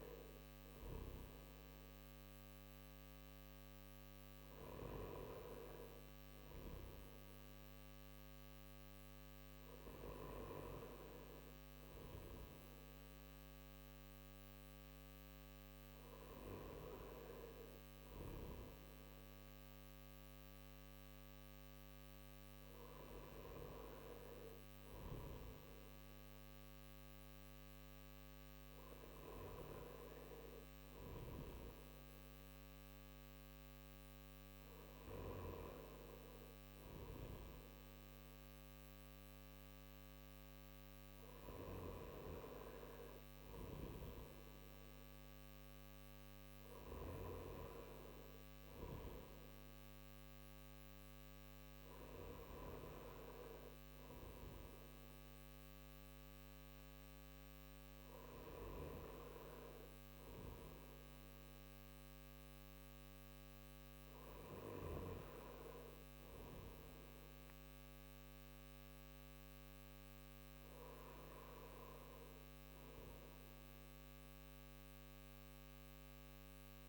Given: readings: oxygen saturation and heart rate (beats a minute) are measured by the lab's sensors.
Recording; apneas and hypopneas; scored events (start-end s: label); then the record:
breathing in sleep by a microphone on the trachea; none
20.50-76.89 s: new sleep stage, N3 (deep sleep)
From the record:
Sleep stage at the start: N1 (lightest sleep); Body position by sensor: on the back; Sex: male